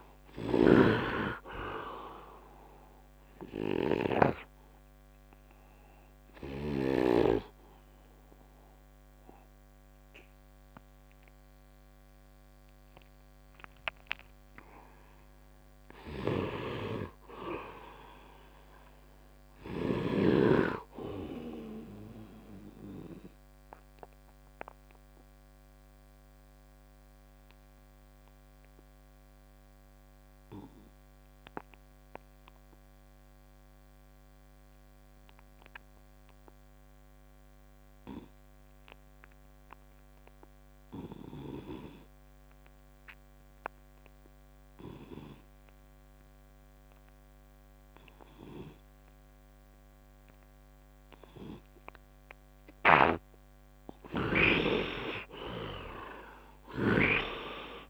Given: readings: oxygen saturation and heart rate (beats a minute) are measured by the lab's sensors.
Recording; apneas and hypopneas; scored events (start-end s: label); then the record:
breathing in sleep by a microphone on the trachea; 2
0.00-7.00 s: snoring (device-marked)
0.00-20.00 s: oxygen desaturation (device-marked, oxygen 67% lowest, heart rate 65 extreme)
2.00-15.50 s: obstructive apnea (oxygen 99% before, 67% lowest, heart rate 79 before, 65 extreme, up 13 after)
16.00-20.00 s: snoring (device-marked)
17.00-19.50 s: arousal
23.00-52.50 s: obstructive apnea (oxygen 99% before, 69% lowest, heart rate 80 before, 65 extreme, up 10 after)
41.00-57.89 s: oxygen desaturation (device-marked, oxygen 98% before, 69% lowest, heart rate 71 before, 70 extreme)
52.50-57.89 s: snoring (device-marked)
56.00-57.89 s: arousal
From the record:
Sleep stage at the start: N2 (light sleep); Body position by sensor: on the right side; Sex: male